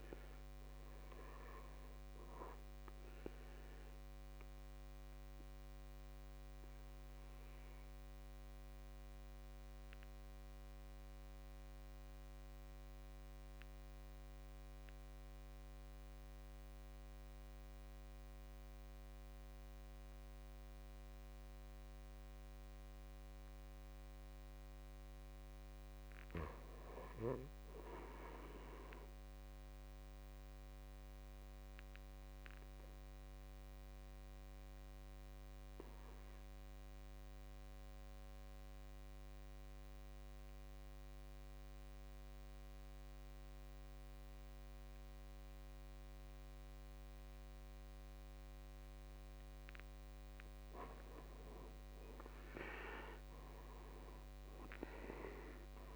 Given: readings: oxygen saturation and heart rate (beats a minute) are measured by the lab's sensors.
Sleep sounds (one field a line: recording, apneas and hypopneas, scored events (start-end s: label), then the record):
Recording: breathing in sleep by a microphone on the trachea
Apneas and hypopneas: 2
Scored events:
0.00-20.00 s: oxygen desaturation (device-marked, oxygen 83% lowest, heart rate 51 extreme)
5.50-25.50 s: obstructive apnea (oxygen 99% before, 79% lowest, heart rate 65 before, 51 extreme, up 10 after)
27.00-29.50 s: arousal
32.00-50.00 s: obstructive apnea (oxygen 100% before, 79% lowest, heart rate 54 before, 54 extreme, up 10 after)
35.00-55.96 s: oxygen desaturation (device-marked, oxygen 100% before, 79% lowest, heart rate 56 before, 54 extreme)
51.50-55.00 s: arousal
From the record:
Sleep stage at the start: N2 (light sleep)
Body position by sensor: on the back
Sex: male